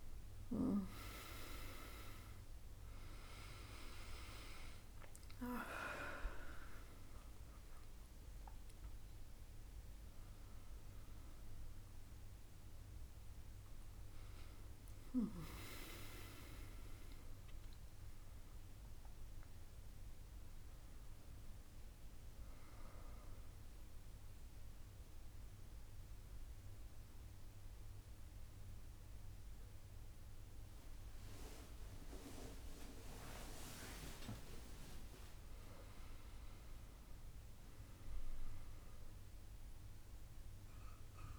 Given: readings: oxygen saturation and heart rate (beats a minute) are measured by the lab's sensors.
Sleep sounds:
a person awake in a sleep study, by a room microphone; none
39.00-41.39 s: new sleep stage, N1 (lightest sleep)
From the record:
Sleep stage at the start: awake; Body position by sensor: on the back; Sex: female

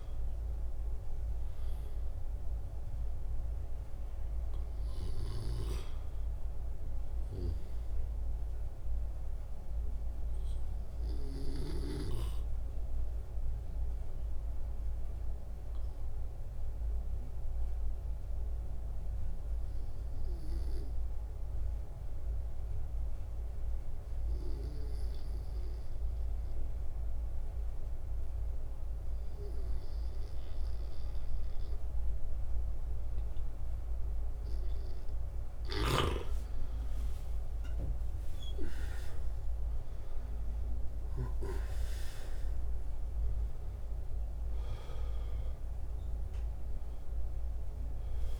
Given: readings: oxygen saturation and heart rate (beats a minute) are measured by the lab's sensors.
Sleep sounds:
breathing in sleep by a room microphone; 1
14.00-35.00 s: obstructive apnea (oxygen 88% before, 78% lowest, heart rate 73 before, 65 extreme, up 17 after)
36.50-40.50 s: arousal
42.00-48.40 s: oxygen desaturation (device-marked, oxygen 90% before, 78% lowest, heart rate 68 before, 69 extreme)
From the record:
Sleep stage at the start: N2 (light sleep); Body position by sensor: on the back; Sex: male

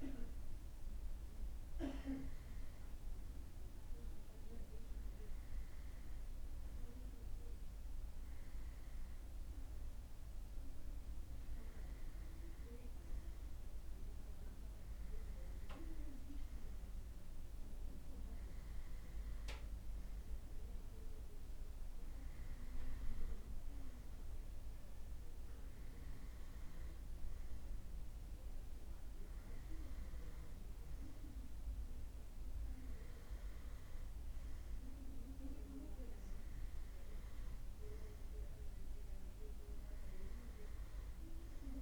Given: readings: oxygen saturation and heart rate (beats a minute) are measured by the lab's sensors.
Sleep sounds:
breathing in sleep by a room microphone; none
none scored
From the record:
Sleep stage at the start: N2 (light sleep); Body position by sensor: on the right side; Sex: male

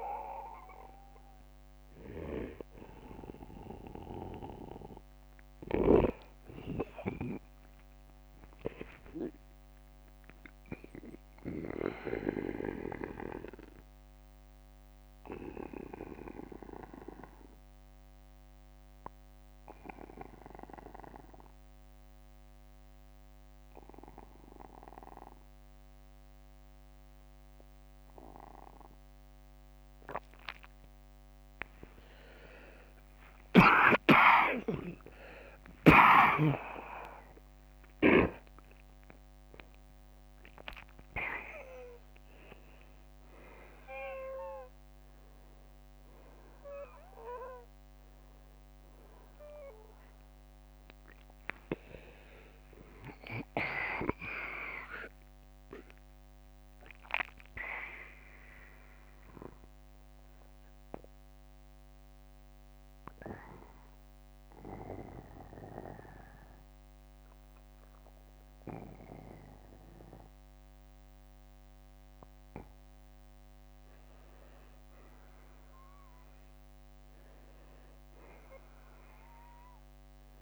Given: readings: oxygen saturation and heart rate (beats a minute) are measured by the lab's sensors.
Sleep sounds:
breathing in sleep by a microphone on the trachea; 2
0.00-2.50 s: oxygen desaturation (device-marked, oxygen 92% lowest, heart rate 52 extreme)
4.50-25.50 s: oxygen desaturation (device-marked, oxygen 93% before, 86% lowest, heart rate 60 before, 47 extreme)
6.00-9.50 s: arousal
11.50-31.00 s: obstructive apnea (oxygen 95% before, 86% lowest, heart rate 63 before, 47 extreme, up 30 after)
31.50-61.50 s: new sleep stage, N1 (lightest sleep)
32.00-37.50 s: arousal
35.50-37.50 s: long interval between heartbeats (device-marked, heart rate 54 before, 66 extreme)
50.00-52.00 s: long interval between heartbeats (device-marked, heart rate 65 before, 67 extreme)
61.50-73.50 s: obstructive apnea (oxygen 97% before, 86% lowest, heart rate 66 before, 55 extreme, up 14 after)
61.50-80.42 s: new sleep stage, N2 (light sleep)
76.00-80.42 s: arousal
From the record:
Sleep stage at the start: N2 (light sleep); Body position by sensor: on the back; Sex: male

